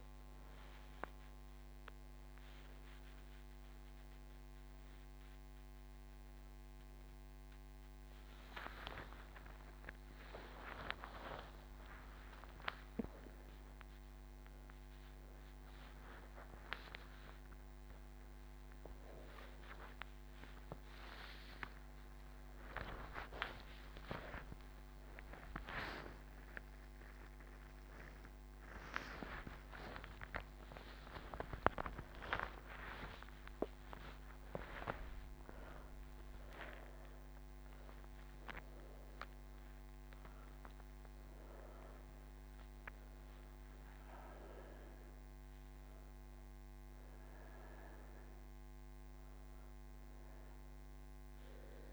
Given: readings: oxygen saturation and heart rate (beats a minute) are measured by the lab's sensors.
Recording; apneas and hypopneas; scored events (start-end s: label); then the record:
breathing in sleep by a microphone on the trachea; none
12.50-29.50 s: oxygen desaturation (device-marked, oxygen 97% before, 93% lowest, heart rate 81 before, 38 extreme)
From the record:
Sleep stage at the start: N1 (lightest sleep); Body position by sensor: on the back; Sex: female